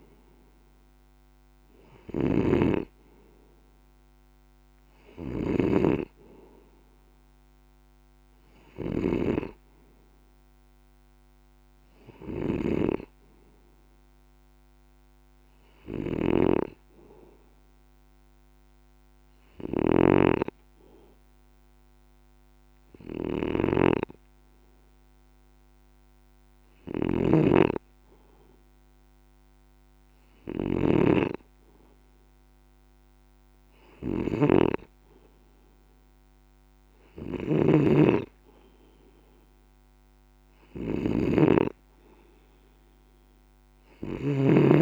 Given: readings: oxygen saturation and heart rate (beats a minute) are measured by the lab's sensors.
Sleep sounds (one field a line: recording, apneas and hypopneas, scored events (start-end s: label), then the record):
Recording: breathing in sleep by a microphone on the trachea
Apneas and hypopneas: 1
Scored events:
1.50-44.82 s: snoring (device-marked)
17.50-36.00 s: hypopnea (oxygen 95% before, 94% lowest)
38.50-41.50 s: arousal
From the record:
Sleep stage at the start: N2 (light sleep)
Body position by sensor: on the left side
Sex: male